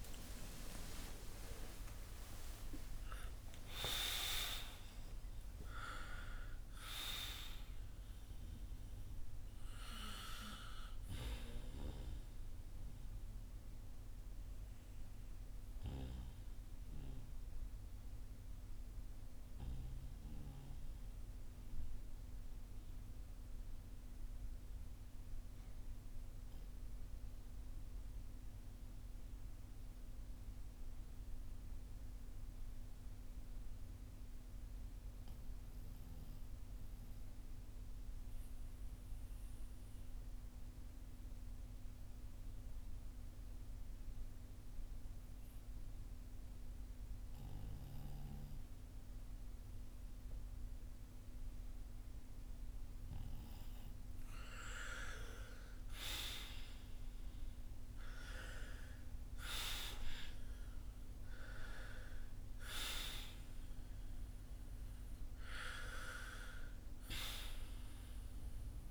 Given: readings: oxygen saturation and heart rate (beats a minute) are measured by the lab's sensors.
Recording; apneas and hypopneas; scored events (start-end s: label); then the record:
breathing in sleep by a room microphone; 1
0.00-5.00 s: arousal
12.50-53.00 s: obstructive apnea (oxygen 96% before, 87% lowest, heart rate 62 before, 47 extreme, up 9 after)
50.50-56.50 s: oxygen desaturation (device-marked, oxygen 97% before, 93% lowest, heart rate 56 before, 51 extreme)
55.50-61.00 s: arousal
From the record:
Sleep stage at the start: N2 (light sleep); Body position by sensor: on the back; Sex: male